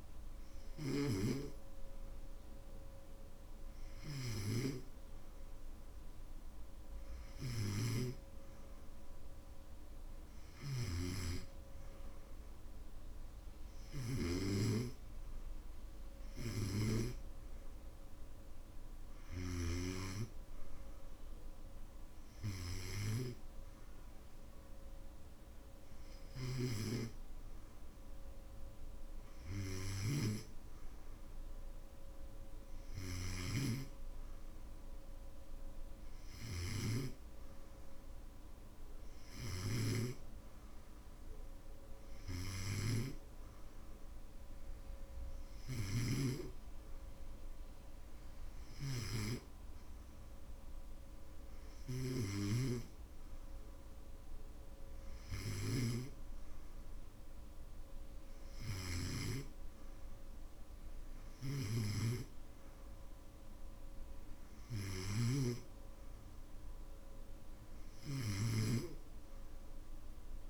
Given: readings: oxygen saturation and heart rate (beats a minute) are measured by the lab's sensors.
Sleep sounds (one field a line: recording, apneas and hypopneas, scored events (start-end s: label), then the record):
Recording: breathing in sleep by a room microphone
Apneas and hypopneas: none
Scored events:
0.00-19.50 s: snoring (device-marked)
26.00-33.50 s: snoring (device-marked)
39.50-59.00 s: snoring (device-marked)
61.00-70.50 s: snoring (device-marked)
From the record:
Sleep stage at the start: N2 (light sleep)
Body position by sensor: on the back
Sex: male